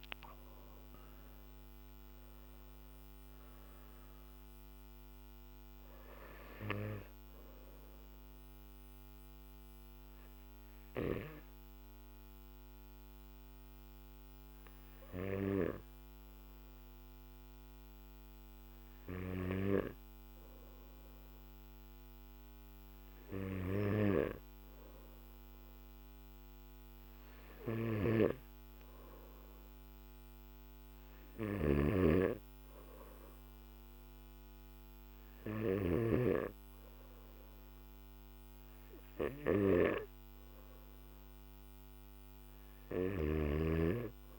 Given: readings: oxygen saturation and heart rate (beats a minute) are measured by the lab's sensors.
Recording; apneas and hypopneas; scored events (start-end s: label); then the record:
breathing in sleep by a microphone on the trachea; 1
0.00-20.00 s: oxygen desaturation (device-marked, oxygen 91% lowest, heart rate 49 extreme)
9.50-21.50 s: hypopnea (oxygen 98% before, 91% lowest, heart rate 57 before, 51 extreme, up 2 after)
31.00-35.50 s: snoring (device-marked)
From the record:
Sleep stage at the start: N2 (light sleep); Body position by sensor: on the back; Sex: male